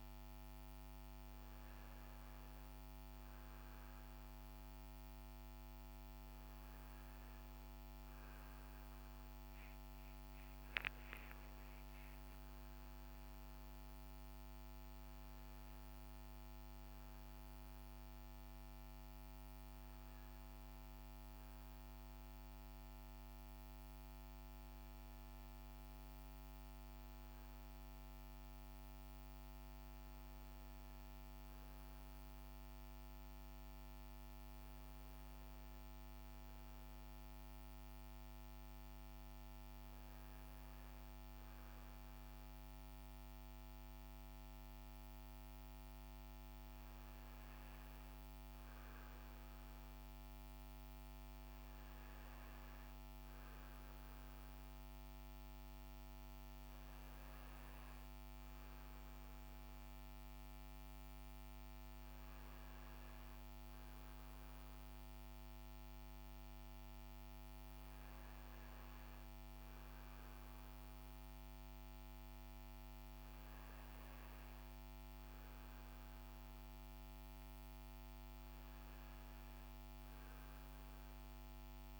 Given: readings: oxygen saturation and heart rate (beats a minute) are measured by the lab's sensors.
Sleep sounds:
breathing in sleep, hard to hear, by a microphone on the trachea; none
27.00-82.00 s: new sleep stage, REM sleep
From the record:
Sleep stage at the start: N1 (lightest sleep); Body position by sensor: on the front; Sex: male

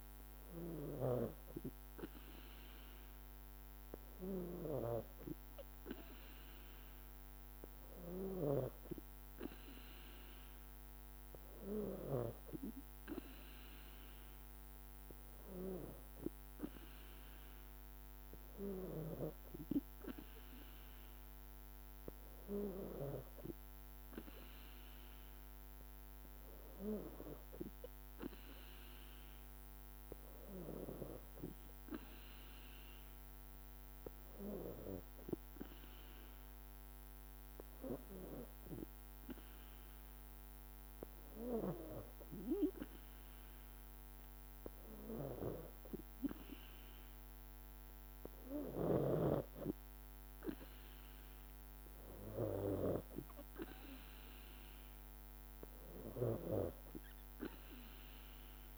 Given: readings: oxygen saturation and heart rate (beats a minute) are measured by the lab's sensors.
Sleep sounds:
breathing in sleep by a microphone on the trachea; 1
34.50-47.00 s: hypopnea (oxygen 95% before, 93% lowest, heart rate 56 before, 49 extreme, up 10 after)
39.50-41.50 s: long interval between heartbeats (device-marked, heart rate 55 before, 57 extreme)
From the record:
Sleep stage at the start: N2 (light sleep); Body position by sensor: on the back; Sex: female

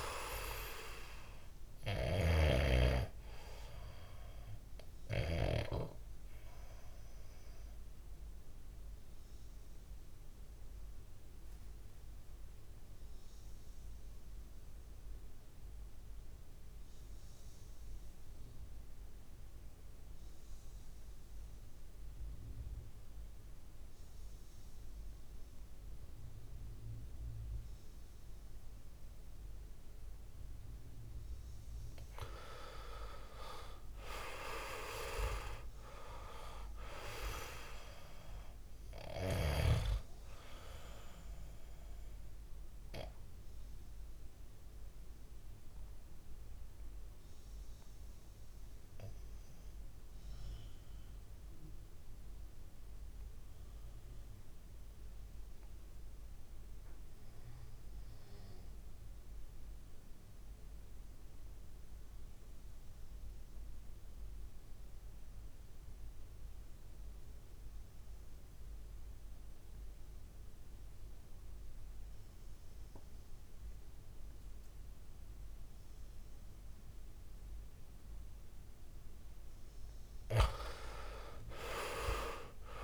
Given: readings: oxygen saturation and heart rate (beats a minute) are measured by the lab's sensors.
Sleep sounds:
breathing in sleep by a room microphone; 2
0.00-19.00 s: oxygen desaturation (device-marked, oxygen 88% lowest, heart rate 64 extreme)
5.50-30.00 s: obstructive apnea (oxygen 99% before, 88% lowest, heart rate 61 before, 60 extreme, up 9 after)
31.50-35.50 s: arousal
34.00-59.00 s: oxygen desaturation (device-marked, oxygen 98% before, 91% lowest, heart rate 67 before, 60 extreme)
41.50-78.50 s: mixed apnea (oxygen 99% before, 86% lowest, heart rate 70 before, 60 extreme, up 11 after)
72.00-82.84 s: oxygen desaturation (device-marked, oxygen 98% before, 86% lowest, heart rate 63 before, 60 extreme)
81.00-82.84 s: arousal
From the record:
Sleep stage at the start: REM sleep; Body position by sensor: on the back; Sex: male

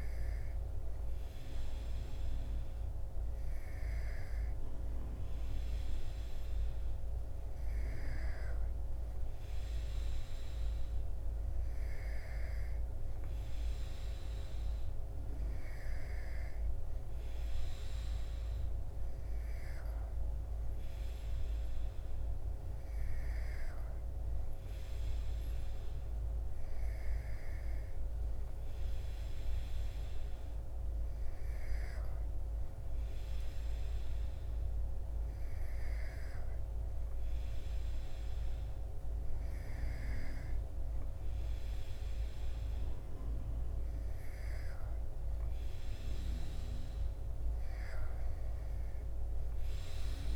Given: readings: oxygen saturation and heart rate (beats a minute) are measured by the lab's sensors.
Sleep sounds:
breathing in sleep, hard to hear, by a room microphone; none
none scored
From the record:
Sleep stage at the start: N2 (light sleep); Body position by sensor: on the back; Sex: male

